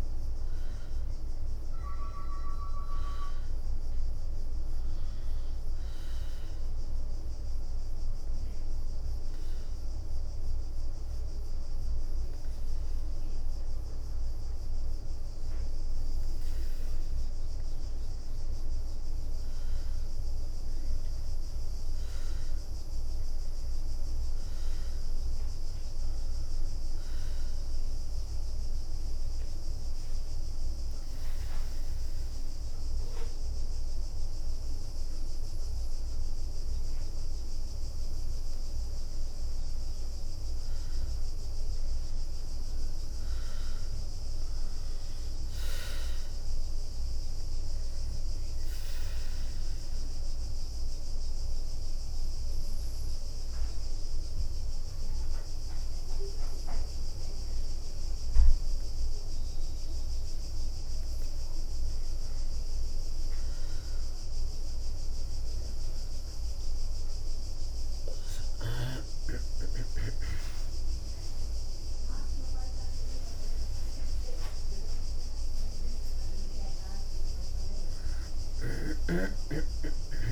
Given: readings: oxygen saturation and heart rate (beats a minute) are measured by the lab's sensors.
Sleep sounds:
breathing in sleep by a room microphone; 3
0.00-1.00 s: arousal
0.00-5.00 s: leg movement (device-marked)
4.00-15.00 s: obstructive apnea (oxygen 97% before, 93% lowest, heart rate 72 before, 64 extreme, up 9 after)
19.50-23.50 s: arousal
24.00-35.00 s: oxygen desaturation (device-marked, oxygen 97% before, 93% lowest, heart rate 70 before, 60 extreme)
29.00-39.50 s: mixed apnea (oxygen 97% before, 93% lowest, heart rate 70 before, 60 extreme, up 10 after)
41.00-44.50 s: arousal
48.50-49.50 s: leg movement (device-marked)
49.00-61.50 s: mixed apnea (oxygen 97% before, 93% lowest, heart rate 69 before, 60 extreme, up 13 after)
49.50-53.50 s: leg movement (device-marked)
56.00-63.00 s: leg movement (device-marked)
66.50-70.50 s: arousal
67.00-80.32 s: oxygen desaturation (device-marked, oxygen 97% before, 93% lowest, heart rate 65 before, 65 extreme)
From the record:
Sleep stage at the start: N2 (light sleep); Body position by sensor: on the back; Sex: female

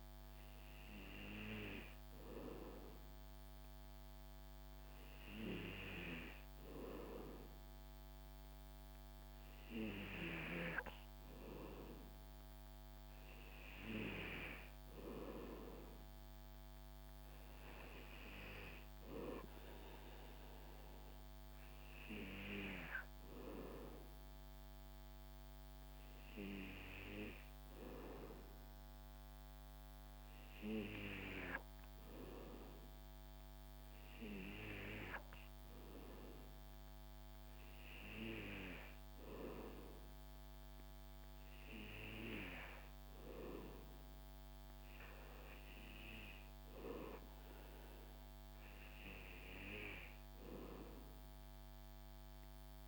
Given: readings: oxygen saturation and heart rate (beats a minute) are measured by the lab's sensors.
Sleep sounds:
breathing in sleep by a microphone on the trachea; none
none scored
From the record:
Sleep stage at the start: N2 (light sleep); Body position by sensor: on the back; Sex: male

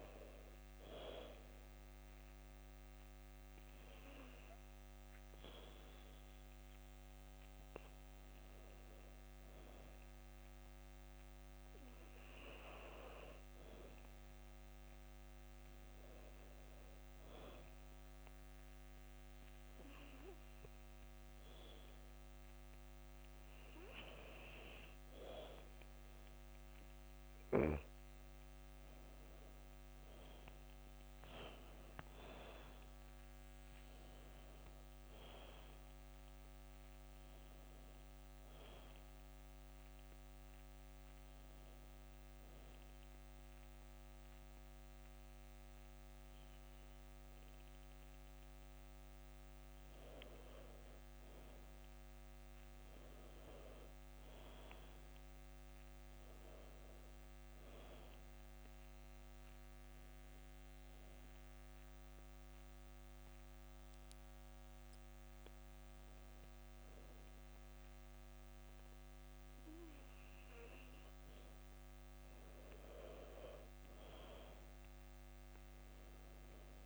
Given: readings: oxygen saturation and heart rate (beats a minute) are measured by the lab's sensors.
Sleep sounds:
breathing in sleep by a microphone on the trachea; 3
0.00-9.50 s: oxygen desaturation (device-marked, oxygen 89% lowest, heart rate 78 extreme)
12.00-15.50 s: arousal
17.50-28.50 s: obstructive apnea (oxygen 95% before, 90% lowest, heart rate 80 before, 78 extreme, up 1 after)
30.00-33.50 s: arousal
34.50-48.50 s: oxygen desaturation (device-marked, oxygen 93% before, 90% lowest, heart rate 79 before, 77 extreme)
38.50-49.00 s: hypopnea (oxygen 94% before, 90% lowest, heart rate 79 before, 77 extreme, up 0 after)
53.50-56.50 s: arousal
60.50-70.50 s: obstructive apnea (oxygen 96% before, 90% lowest, heart rate 79 before, 77 extreme, up 0 after)
72.00-75.50 s: arousal
From the record:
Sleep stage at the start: N2 (light sleep); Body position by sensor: on the back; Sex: female

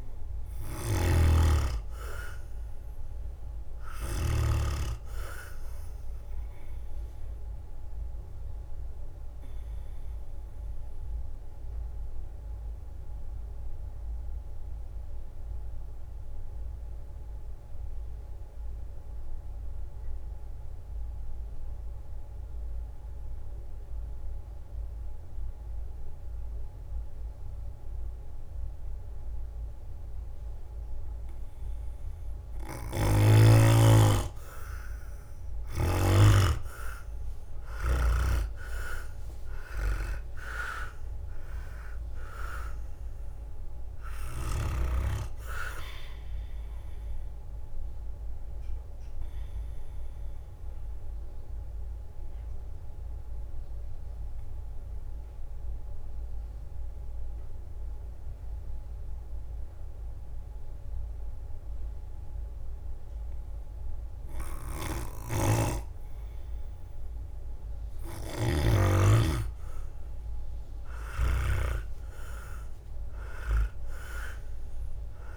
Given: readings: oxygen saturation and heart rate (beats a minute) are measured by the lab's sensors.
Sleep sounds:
breathing in sleep by a room microphone; 2
0.00-10.00 s: drop in pulse transit time (device-marked, heart rate 67 extreme)
0.00-19.00 s: oxygen desaturation (device-marked, oxygen 91% lowest, heart rate 60 extreme)
0.50-4.50 s: snoring (device-marked)
9.00-33.00 s: obstructive apnea (oxygen 99% before, 90% lowest, heart rate 70 before, 57 extreme, up 10 after)
31.00-65.00 s: oxygen desaturation (device-marked, oxygen 99% before, 90% lowest, heart rate 62 before, 57 extreme)
31.50-35.00 s: leg movement (device-marked)
36.00-39.50 s: arousal
36.00-52.00 s: drop in pulse transit time (device-marked, heart rate 63 before, 63 extreme)
49.00-67.00 s: obstructive apnea (oxygen 99% before, 90% lowest, heart rate 69 before, 57 extreme, up 14 after)
65.00-68.50 s: snoring (device-marked)
67.00-68.50 s: leg movement (device-marked)
68.00-72.50 s: arousal
70.00-75.37 s: drop in pulse transit time (device-marked, heart rate 61 before, 65 extreme)
From the record:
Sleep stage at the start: N2 (light sleep); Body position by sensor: on the back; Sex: male

